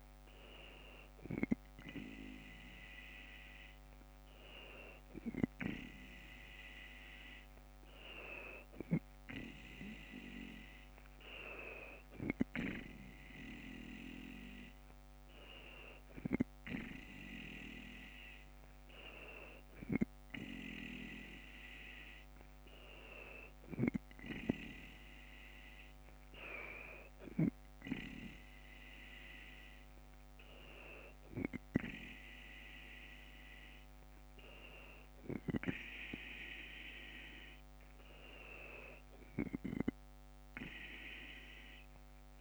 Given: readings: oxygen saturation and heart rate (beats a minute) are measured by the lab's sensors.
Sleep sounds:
breathing in sleep by a microphone on the trachea; none
none scored
From the record:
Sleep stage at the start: N2 (light sleep); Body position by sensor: on the left side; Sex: female

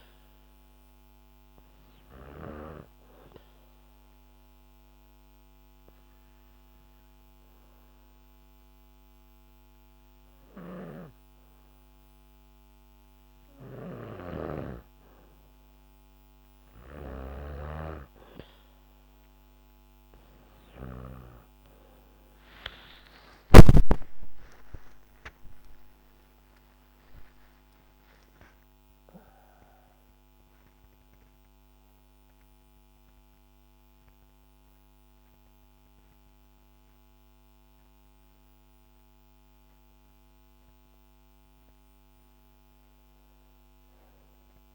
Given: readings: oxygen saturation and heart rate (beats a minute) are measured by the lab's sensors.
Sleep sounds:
breathing in sleep by a microphone on the trachea; 1
0.00-2.50 s: snoring (device-marked)
2.50-14.00 s: obstructive apnea (oxygen 98% before, 94% lowest, heart rate 65 before, 67 extreme, up 5 after)
10.50-21.00 s: snoring (device-marked)
22.50-28.00 s: arousal
23.00-32.00 s: oxygen desaturation (device-marked, oxygen 98% before, 94% lowest, heart rate 68 before, 58 extreme)
From the record:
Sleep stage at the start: N2 (light sleep); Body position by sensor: on the back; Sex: female

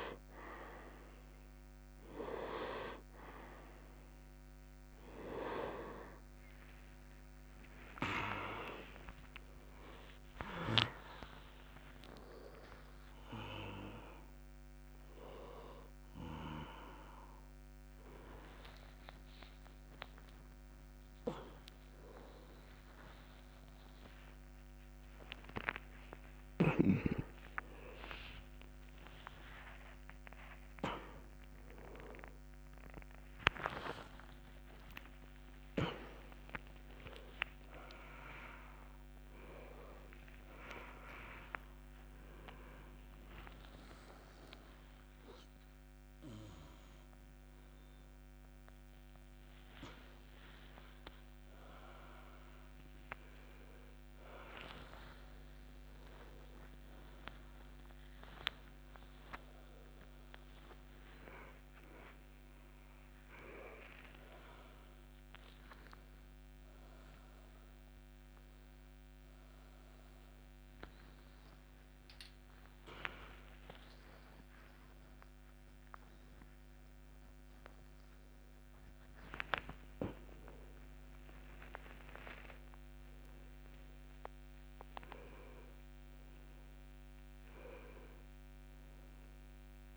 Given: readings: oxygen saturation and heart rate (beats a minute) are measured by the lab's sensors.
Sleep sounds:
a person awake in a sleep study, by a microphone on the trachea; none
1.00-89.97 s: new sleep stage, awake
34.00-44.00 s: oxygen desaturation (device-marked, oxygen 97% before, 94% lowest, heart rate 131 before, 74 extreme)
From the record:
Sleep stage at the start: REM sleep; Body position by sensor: upright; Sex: male

